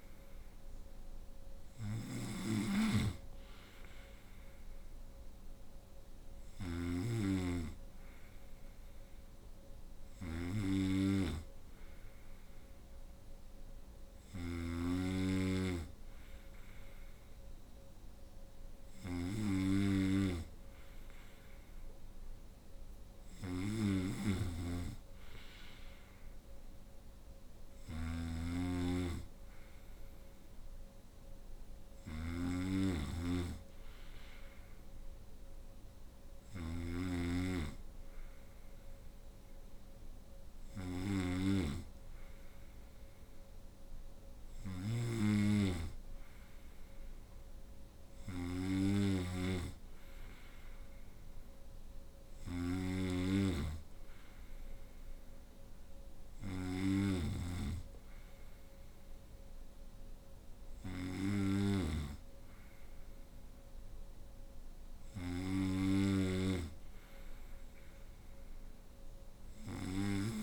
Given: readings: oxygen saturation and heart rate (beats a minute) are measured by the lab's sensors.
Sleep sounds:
breathing in sleep by a room microphone; none
0.00-70.43 s: snoring (device-marked)
From the record:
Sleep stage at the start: N2 (light sleep); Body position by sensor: on the right side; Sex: female

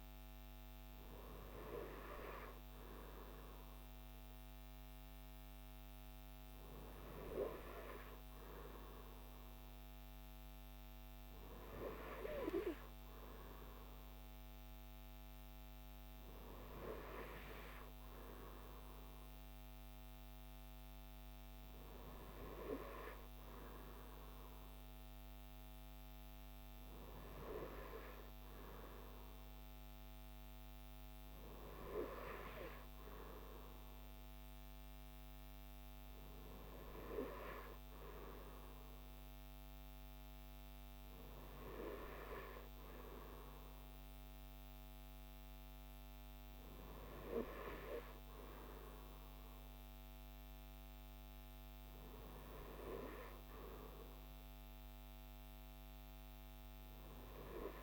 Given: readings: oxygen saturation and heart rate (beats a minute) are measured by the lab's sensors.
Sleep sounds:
breathing in sleep by a microphone on the trachea; none
none scored
From the record:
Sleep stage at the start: N2 (light sleep); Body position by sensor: on the right side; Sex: male

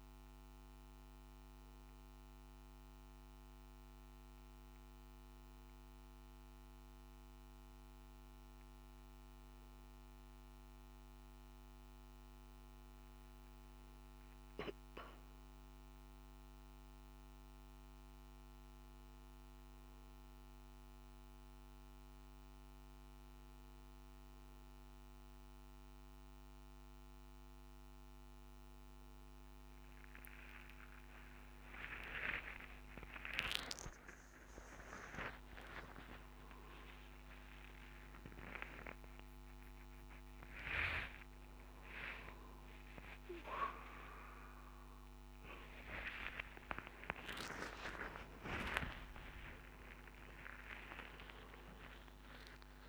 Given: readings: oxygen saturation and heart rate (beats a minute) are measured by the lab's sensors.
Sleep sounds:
breathing in sleep by a microphone on the trachea; none
34.50-36.50 s: long interval between heartbeats (device-marked, heart rate 66 before, 79 extreme)
40.50-42.50 s: long interval between heartbeats (device-marked, heart rate 70 before, 85 extreme)
44.50-52.50 s: tachycardia (device-marked, heart rate 62 before, 136 extreme)
46.00-48.00 s: long interval between heartbeats (device-marked, heart rate 76 before, 85 extreme)
48.00-50.00 s: long interval between heartbeats (device-marked, heart rate 78 before, 101 extreme)
51.00-52.89 s: long interval between heartbeats (device-marked, heart rate 85 before, 131 extreme)
From the record:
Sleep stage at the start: N2 (light sleep); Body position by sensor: on the back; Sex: male

